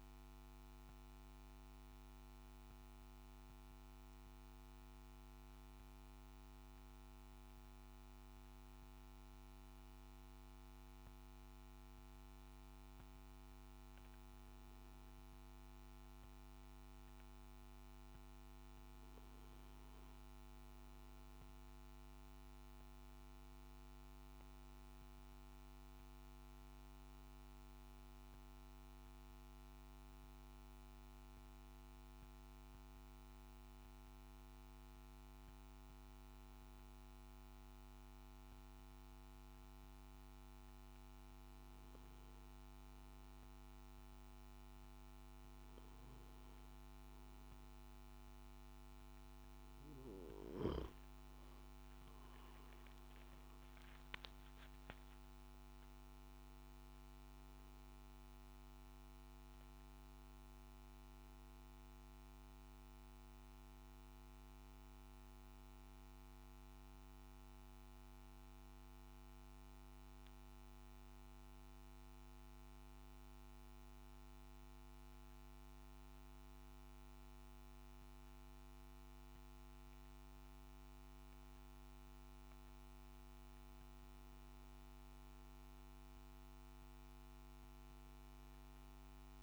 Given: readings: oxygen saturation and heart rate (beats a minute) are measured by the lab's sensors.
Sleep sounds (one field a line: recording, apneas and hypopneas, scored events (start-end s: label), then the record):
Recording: breathing in sleep, hard to hear, by a microphone on the trachea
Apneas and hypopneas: 3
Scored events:
4.50-15.50 s: hypopnea (oxygen 96% before, 94% lowest, heart rate 58 before, 56 extreme, up 4 after)
31.50-42.50 s: hypopnea (oxygen 96% before, 94% lowest, heart rate 59 before, 57 extreme, up 2 after)
73.00-84.00 s: obstructive apnea (oxygen 96% before, 94% lowest, heart rate 62 before, 54 extreme, up 6 after)
From the record:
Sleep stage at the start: N2 (light sleep)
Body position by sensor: on the back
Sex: male